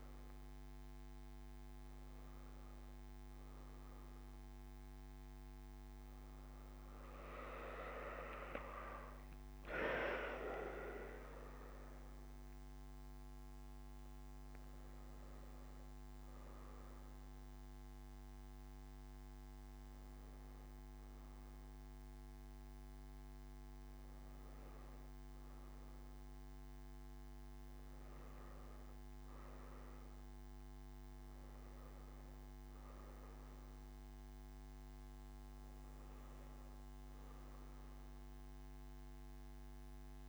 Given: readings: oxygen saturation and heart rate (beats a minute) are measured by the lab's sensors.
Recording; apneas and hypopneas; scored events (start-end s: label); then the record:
breathing in sleep by a microphone on the trachea; none
8.50-12.50 s: arousal
9.50-29.50 s: oxygen desaturation (device-marked, oxygen 98% before, 94% lowest)
From the record:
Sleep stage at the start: N1 (lightest sleep); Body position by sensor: on the back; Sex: female